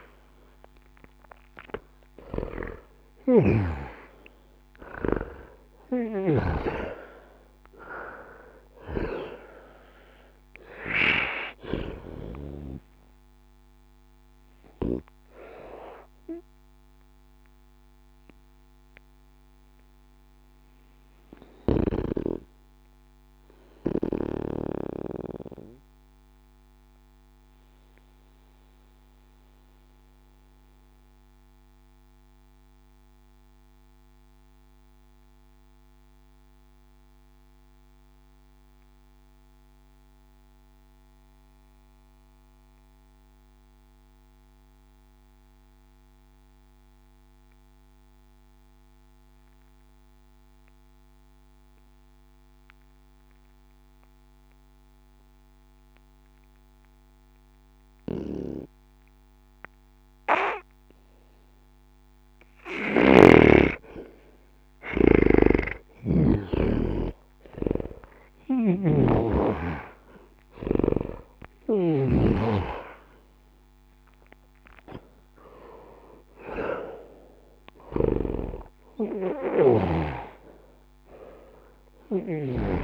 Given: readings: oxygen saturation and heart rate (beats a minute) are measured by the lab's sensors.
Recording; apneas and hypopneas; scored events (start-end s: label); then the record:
breathing in sleep by a microphone on the trachea; 1
0.00-36.00 s: oxygen desaturation (device-marked, oxygen 78% lowest, heart rate 60 extreme)
25.00-61.00 s: mixed apnea (oxygen 91% before, 78% lowest, heart rate 65 before, 60 extreme, up 49 after)
58.00-82.84 s: oxygen desaturation (device-marked, oxygen 98% before, 79% lowest, heart rate 60 before, 59 extreme)
62.50-66.00 s: snoring (device-marked)
63.50-68.00 s: arousal
68.00-72.00 s: snoring (device-marked)
From the record:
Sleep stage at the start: N2 (light sleep); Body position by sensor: on the back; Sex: male